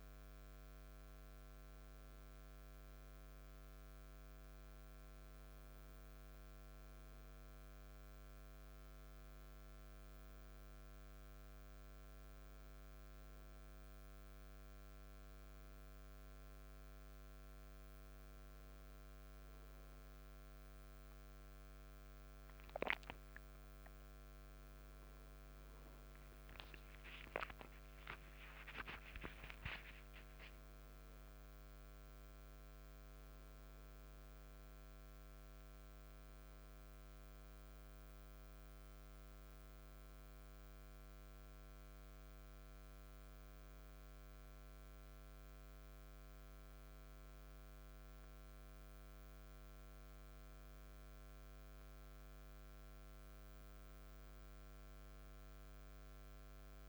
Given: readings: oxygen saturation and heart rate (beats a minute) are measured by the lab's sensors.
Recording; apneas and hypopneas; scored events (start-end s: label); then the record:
breathing in sleep by a microphone on the trachea; none
24.00-28.50 s: arousal
From the record:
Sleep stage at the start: N1 (lightest sleep); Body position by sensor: on the back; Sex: male